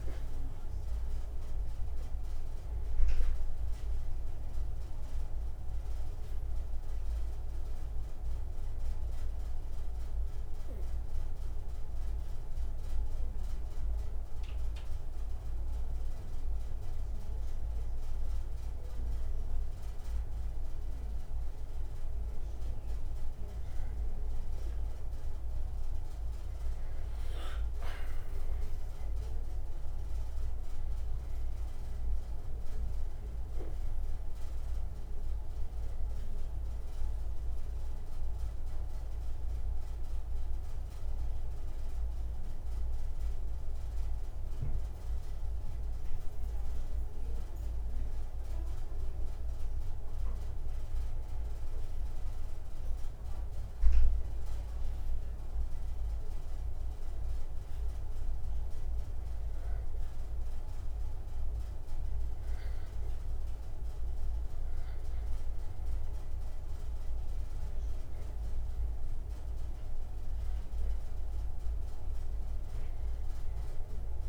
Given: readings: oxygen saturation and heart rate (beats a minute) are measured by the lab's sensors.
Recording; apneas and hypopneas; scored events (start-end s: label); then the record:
breathing in sleep, hard to hear, by a room microphone; 2
12.00-23.00 s: obstructive apnea (oxygen 97% before, 92% lowest, heart rate 62 before, 58 extreme, up 3 after)
24.50-27.50 s: arousal
38.50-49.50 s: obstructive apnea (oxygen 96% before, 92% lowest, heart rate 63 before, 58 extreme, up 3 after)
52.00-55.50 s: arousal
58.00-71.00 s: oxygen desaturation (device-marked, oxygen 96% before, 92% lowest, heart rate 59 before, 59 extreme)
From the record:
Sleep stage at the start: N2 (light sleep); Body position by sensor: on the back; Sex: male